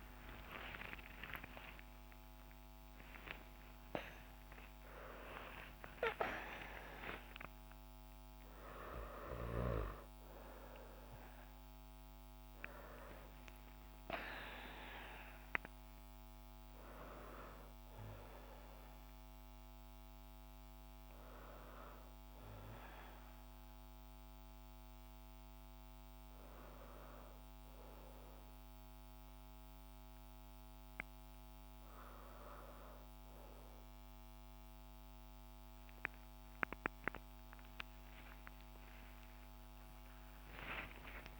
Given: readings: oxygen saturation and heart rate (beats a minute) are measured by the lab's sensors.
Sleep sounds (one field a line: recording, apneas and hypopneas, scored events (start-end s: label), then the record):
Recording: breathing in sleep by a microphone on the trachea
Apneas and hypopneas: none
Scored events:
0.00-6.50 s: arousal
37.50-41.40 s: arousal
From the record:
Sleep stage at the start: N1 (lightest sleep)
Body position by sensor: on the back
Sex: female